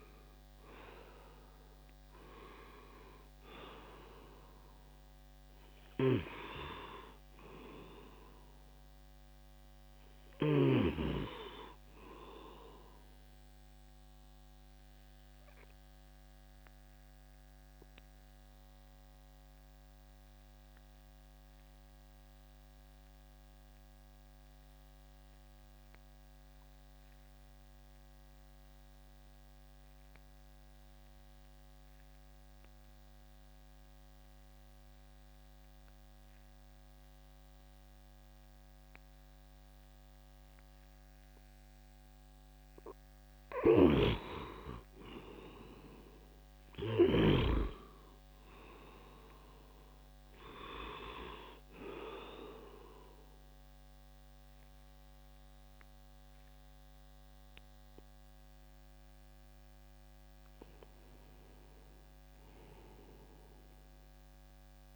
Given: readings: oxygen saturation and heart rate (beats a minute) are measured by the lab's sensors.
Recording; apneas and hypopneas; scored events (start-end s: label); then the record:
breathing in sleep by a microphone on the trachea; 1
0.00-26.00 s: oxygen desaturation (device-marked, oxygen 87% lowest, heart rate 62 extreme)
13.50-42.00 s: obstructive apnea (oxygen 99% before, 87% lowest, heart rate 64 before, 60 extreme, up 13 after)
43.00-64.96 s: oxygen desaturation (device-marked, oxygen 99% before, 88% lowest, heart rate 65 before, 60 extreme)
44.50-49.00 s: arousal
From the record:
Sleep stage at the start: N2 (light sleep); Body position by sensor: on the back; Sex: male